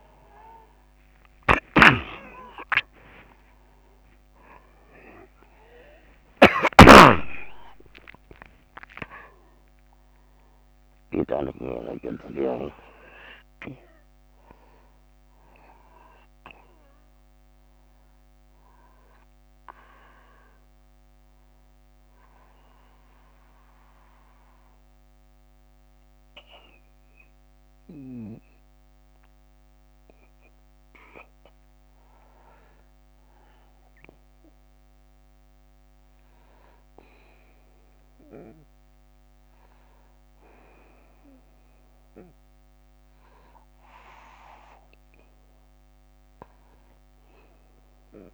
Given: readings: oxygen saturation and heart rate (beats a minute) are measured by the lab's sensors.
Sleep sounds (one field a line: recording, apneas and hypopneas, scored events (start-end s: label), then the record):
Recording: breathing in sleep by a microphone on the trachea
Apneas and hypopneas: 1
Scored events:
0.00-11.00 s: snoring (device-marked)
1.00-6.00 s: arousal
17.50-30.50 s: oxygen desaturation (device-marked, oxygen 95% before, 92% lowest, heart rate 81 before, 61 extreme)
21.00-32.50 s: obstructive apnea (oxygen 97% before, 92% lowest, heart rate 82 before, 61 extreme, up 1 after)
35.00-38.00 s: arousal
From the record:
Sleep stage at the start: N2 (light sleep)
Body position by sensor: on the back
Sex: male